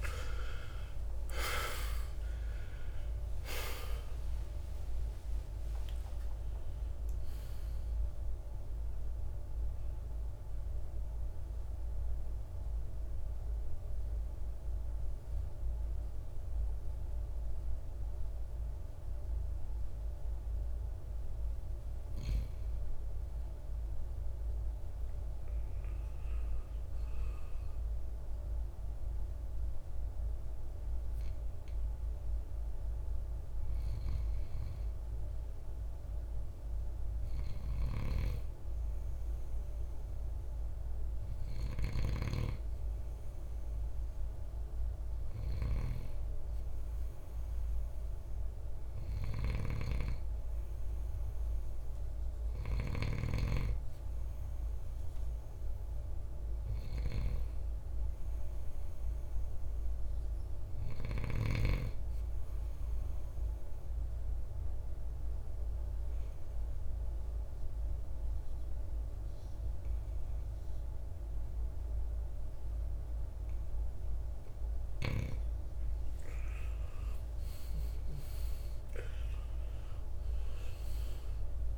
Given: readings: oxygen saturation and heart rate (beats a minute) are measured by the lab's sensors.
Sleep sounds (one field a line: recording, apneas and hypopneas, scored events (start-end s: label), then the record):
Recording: breathing in sleep by a room microphone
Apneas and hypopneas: 2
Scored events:
0.00-3.00 s: arousal
0.00-22.50 s: oxygen desaturation (device-marked, oxygen 77% lowest, heart rate 59 extreme)
11.50-21.50 s: central apnea (oxygen 93% before, 77% lowest, heart rate 95 before, 59 extreme, up 8 after)
23.00-27.00 s: arousal
58.00-62.00 s: arousal
64.50-74.50 s: obstructive apnea (oxygen 97% before, 90% lowest, heart rate 62 before, 55 extreme, up 21 after)
76.00-80.50 s: arousal
From the record:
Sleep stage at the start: N2 (light sleep)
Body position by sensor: on the right side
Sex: male